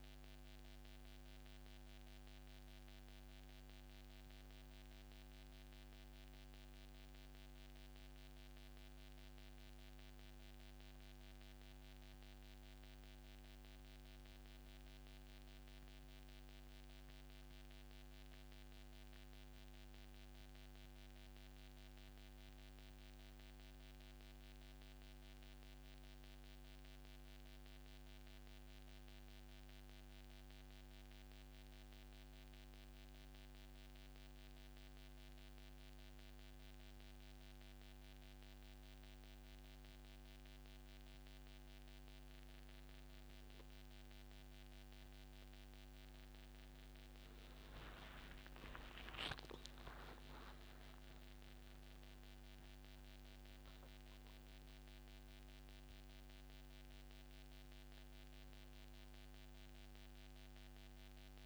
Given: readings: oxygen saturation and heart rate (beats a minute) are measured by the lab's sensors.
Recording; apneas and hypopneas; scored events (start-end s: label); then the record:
breathing in sleep, hard to hear, by a microphone on the trachea; 1
17.50-41.00 s: central apnea (oxygen 95% before, 93% lowest, heart rate 144 before, 141 extreme)
31.50-61.46 s: new sleep stage, N1 (lightest sleep)
45.00-49.00 s: arousal
49.50-61.46 s: oxygen desaturation (device-marked, oxygen 98% before, 93% lowest, heart rate 144 before, 141 extreme)
From the record:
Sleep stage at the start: N2 (light sleep); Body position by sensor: on the back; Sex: male